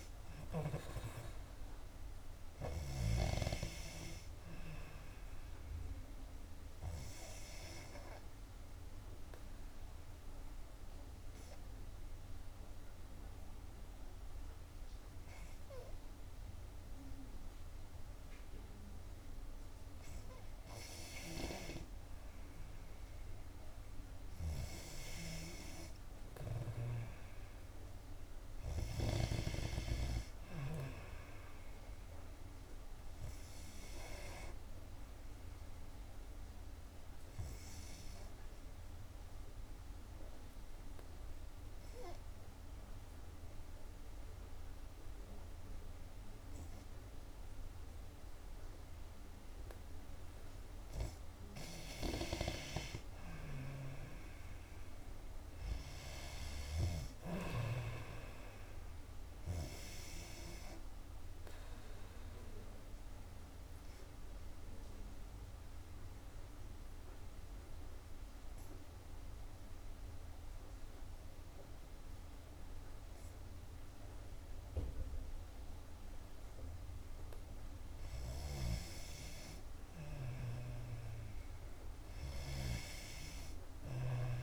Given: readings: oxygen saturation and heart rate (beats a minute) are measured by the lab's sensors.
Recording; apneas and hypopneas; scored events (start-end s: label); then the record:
breathing in sleep by a room microphone; 3
9.50-21.00 s: obstructive apnea (oxygen 95% before, 88% lowest, heart rate 63 before, 56 extreme, up 9 after)
23.00-27.00 s: arousal
35.50-50.00 s: obstructive apnea (oxygen 94% before, 88% lowest, heart rate 62 before, 56 extreme, up 1 after)
52.50-56.50 s: arousal
61.00-81.00 s: oxygen desaturation (device-marked, oxygen 94% before, 88% lowest, heart rate 63 before, 56 extreme)
62.00-77.00 s: obstructive apnea (oxygen 94% before, 88% lowest, heart rate 63 before, 56 extreme, up 9 after)
80.50-84.43 s: arousal
From the record:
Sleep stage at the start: N2 (light sleep); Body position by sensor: on the back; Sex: female